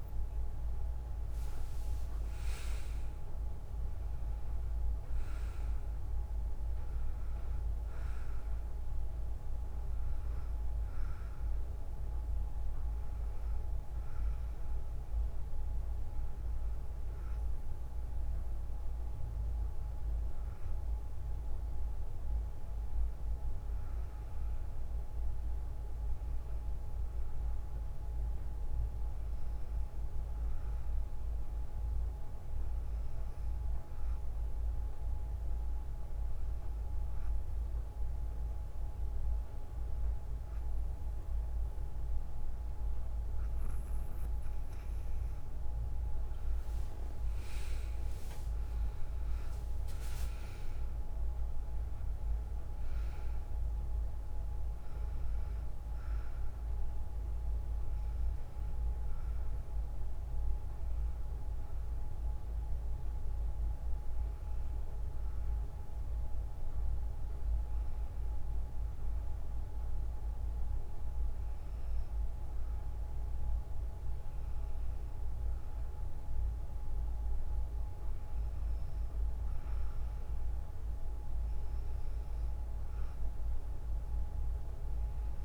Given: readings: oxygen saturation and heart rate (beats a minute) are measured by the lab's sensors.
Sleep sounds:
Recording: breathing in sleep, hard to hear, by a room microphone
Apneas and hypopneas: 2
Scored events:
0.00-14.00 s: oxygen desaturation (device-marked, oxygen 93% lowest, heart rate 56 extreme)
19.50-23.00 s: arousal
25.50-41.50 s: hypopnea (oxygen 96% before, 94% lowest, heart rate 59 before, 54 extreme, up 4 after)
49.00-53.50 s: arousal
65.00-80.50 s: hypopnea (oxygen 97% before, 93% lowest, heart rate 60 before, 56 extreme, up 5 after)
83.00-85.45 s: arousal
From the record:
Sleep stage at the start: N2 (light sleep)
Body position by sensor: on the right side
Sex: female

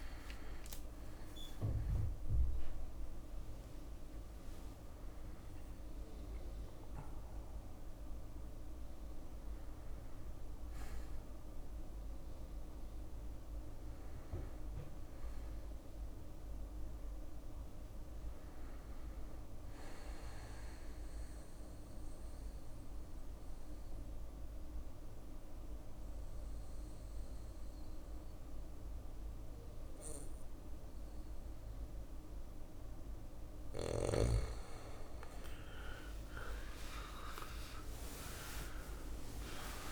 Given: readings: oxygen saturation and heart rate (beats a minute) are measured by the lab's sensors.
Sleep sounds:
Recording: breathing in sleep by a room microphone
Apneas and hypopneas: 1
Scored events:
0.00-1.50 s: arousal
14.50-31.50 s: bradycardia (device-marked, heart rate 62 before, 51 extreme)
20.00-32.50 s: obstructive apnea (oxygen 99% before, 95% lowest, heart rate 67 before, 51 extreme, up 15 after)
35.50-39.92 s: arousal
37.50-39.92 s: drop in pulse transit time (device-marked, heart rate 56 before, 65 extreme)
From the record:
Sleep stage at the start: N1 (lightest sleep)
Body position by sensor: on the back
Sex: male

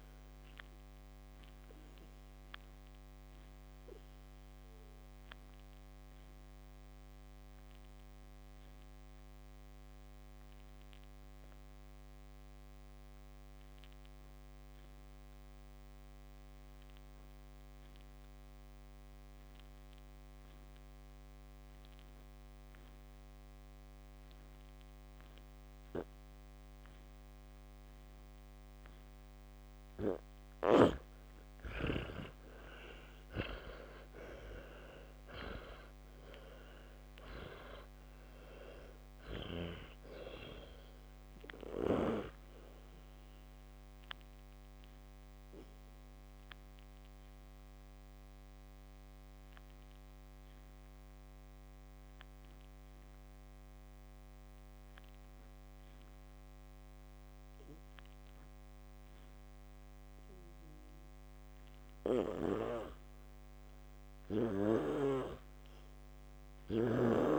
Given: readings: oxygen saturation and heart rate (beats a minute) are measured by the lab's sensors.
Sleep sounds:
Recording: breathing in sleep by a microphone on the trachea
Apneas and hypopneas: 2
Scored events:
7.00-29.00 s: obstructive apnea (oxygen 99% before, 91% lowest, heart rate 71 before, 55 extreme, up 33 after)
21.50-31.50 s: oxygen desaturation (device-marked, oxygen 98% before, 93% lowest, heart rate 62 before, 55 extreme)
31.00-35.00 s: arousal
45.50-67.39 s: oxygen desaturation (device-marked, oxygen 98% before, 91% lowest, heart rate 70 before, 58 extreme)
47.50-62.50 s: obstructive apnea (oxygen 98% before, 91% lowest, heart rate 70 before, 58 extreme, up 2 after)
65.50-67.39 s: arousal
From the record:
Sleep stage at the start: N2 (light sleep)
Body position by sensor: on the back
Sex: male

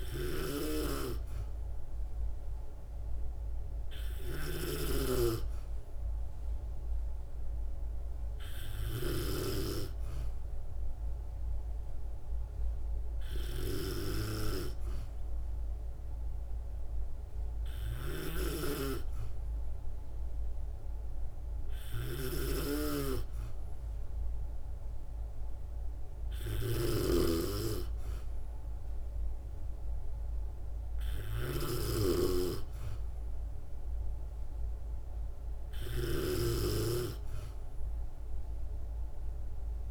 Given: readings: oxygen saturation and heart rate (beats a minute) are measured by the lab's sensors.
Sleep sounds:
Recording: breathing in sleep by a room microphone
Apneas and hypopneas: none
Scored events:
0.00-39.91 s: snoring (device-marked)
From the record:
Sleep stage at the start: N2 (light sleep)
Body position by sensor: on the back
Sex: female

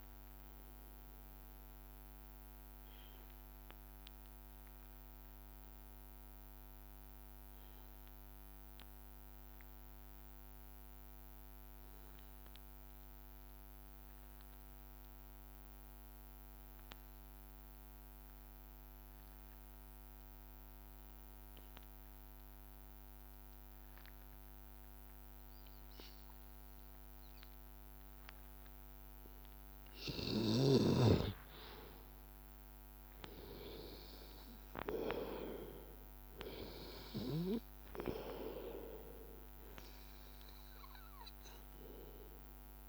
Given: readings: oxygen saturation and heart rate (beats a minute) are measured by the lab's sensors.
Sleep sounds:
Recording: breathing in sleep by a microphone on the trachea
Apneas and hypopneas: 1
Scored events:
0.00-6.00 s: oxygen desaturation (device-marked, oxygen 91% lowest, heart rate 81 extreme)
1.50-26.50 s: obstructive apnea (oxygen 96% before, 93% lowest, heart rate 83 before, 82 extreme, up 1 after)
24.00-42.89 s: oxygen desaturation (device-marked, oxygen 98% before, 93% lowest, heart rate 82 before, 81 extreme)
35.00-39.50 s: arousal
From the record:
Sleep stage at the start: N2 (light sleep)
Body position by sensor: on the back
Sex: male

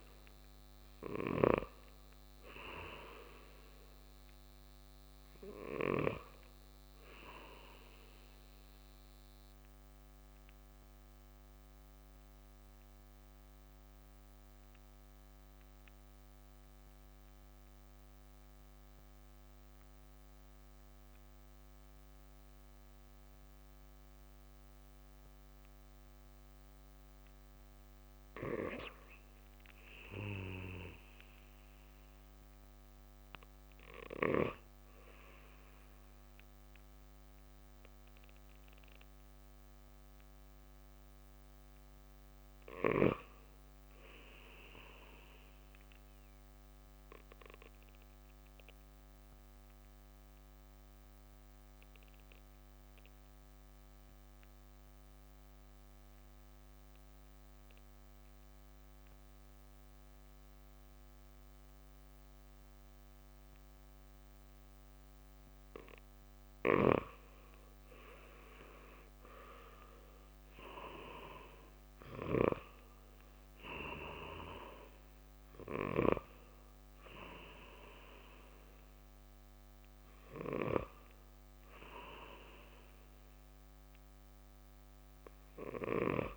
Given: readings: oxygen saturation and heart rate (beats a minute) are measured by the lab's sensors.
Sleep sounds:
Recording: breathing in sleep by a microphone on the trachea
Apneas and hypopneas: 2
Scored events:
0.00-22.50 s: oxygen desaturation (device-marked, oxygen 92% lowest, heart rate 55 extreme)
10.00-27.00 s: obstructive apnea (oxygen 98% before, 91% lowest, heart rate 60 before, 55 extreme, up 3 after)
29.00-33.50 s: arousal
46.50-66.00 s: obstructive apnea (oxygen 98% before, 90% lowest, heart rate 58 before, 57 extreme, up 5 after)
66.50-72.50 s: snoring (device-marked)
69.00-73.50 s: arousal
71.50-86.37 s: oxygen desaturation (device-marked, oxygen 96% before, 90% lowest, heart rate 60 before, 55 extreme)
From the record:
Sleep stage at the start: N2 (light sleep)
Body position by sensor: on the right side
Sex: male

